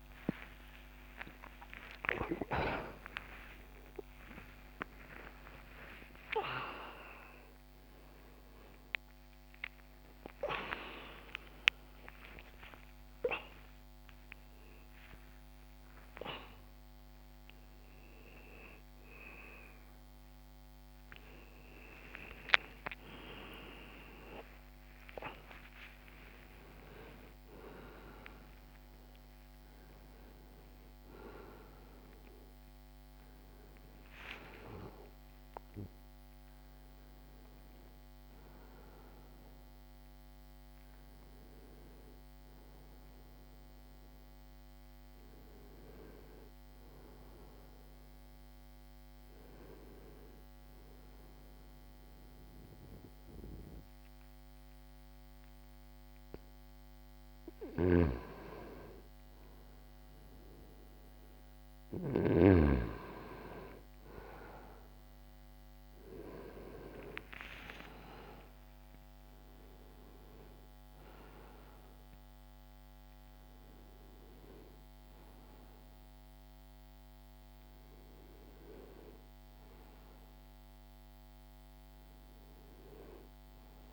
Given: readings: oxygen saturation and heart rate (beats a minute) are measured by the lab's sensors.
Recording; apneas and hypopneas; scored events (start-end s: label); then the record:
a person awake in a sleep study, by a microphone on the trachea; none
0.00-4.50 s: oxygen desaturation (device-marked, oxygen 91% lowest, heart rate 89 extreme)
21.50-29.50 s: oxygen desaturation (device-marked, oxygen 93% before, 90% lowest, heart rate 139 before, 67 extreme)
51.50-81.50 s: new sleep stage, N1 (lightest sleep)
57.50-83.93 s: oxygen desaturation (device-marked, oxygen 98% before, 89% lowest, heart rate 76 before, 66 extreme)
66.00-70.50 s: arousal
81.50-83.93 s: new sleep stage, N2 (light sleep)
From the record:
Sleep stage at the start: awake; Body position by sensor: on the back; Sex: male